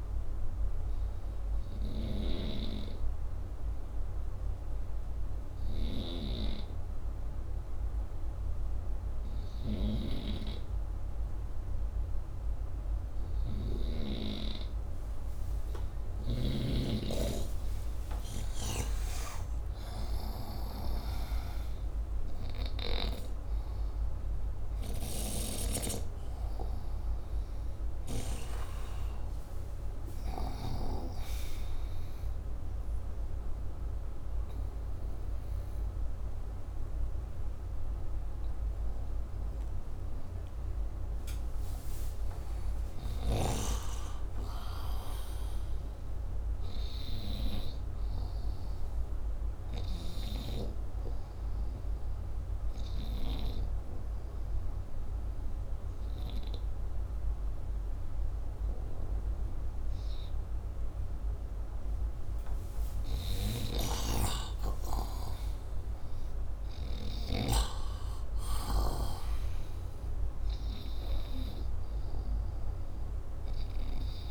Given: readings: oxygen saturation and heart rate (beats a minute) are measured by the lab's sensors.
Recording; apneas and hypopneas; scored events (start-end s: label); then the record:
breathing in sleep by a room microphone; 3
1.00-15.00 s: hypopnea (oxygen 98% before, 92% lowest, heart rate 70 before, 64 extreme, up 38 after)
17.00-20.50 s: arousal
22.50-31.50 s: oxygen desaturation (device-marked, oxygen 96% before, 92% lowest, heart rate 73 before, 65 extreme)
32.50-43.00 s: hypopnea (oxygen 96% before, 92% lowest, heart rate 79 before, 64 extreme, up 5 after)
44.50-48.00 s: arousal
53.00-63.50 s: obstructive apnea (oxygen 97% before, 89% lowest, heart rate 69 before, 64 extreme, up 34 after)
64.50-68.50 s: arousal
72.50-74.31 s: oxygen desaturation (device-marked, oxygen 97% before, 93% lowest, heart rate 76 before, 57 extreme)
From the record:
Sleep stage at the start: N2 (light sleep); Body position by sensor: upright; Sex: male